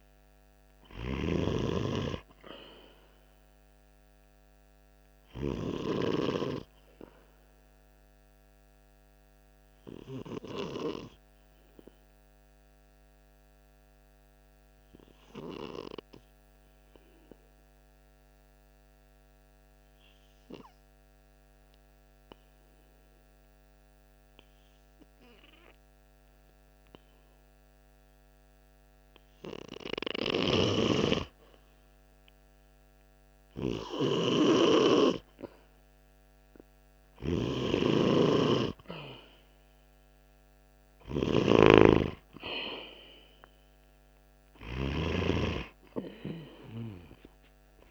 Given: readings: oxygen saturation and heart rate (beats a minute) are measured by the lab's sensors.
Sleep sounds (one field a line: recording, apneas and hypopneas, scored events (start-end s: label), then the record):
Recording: breathing in sleep by a microphone on the trachea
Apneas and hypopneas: 1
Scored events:
8.50-29.50 s: obstructive apnea (oxygen 97% before, 93% lowest, heart rate 48 before, 47 extreme, up 3 after)
31.00-33.50 s: arousal
39.50-47.90 s: oxygen desaturation (device-marked, oxygen 97% before, 93% lowest, heart rate 48 before, 45 extreme)
From the record:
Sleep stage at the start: N2 (light sleep)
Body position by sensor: on the right side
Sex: male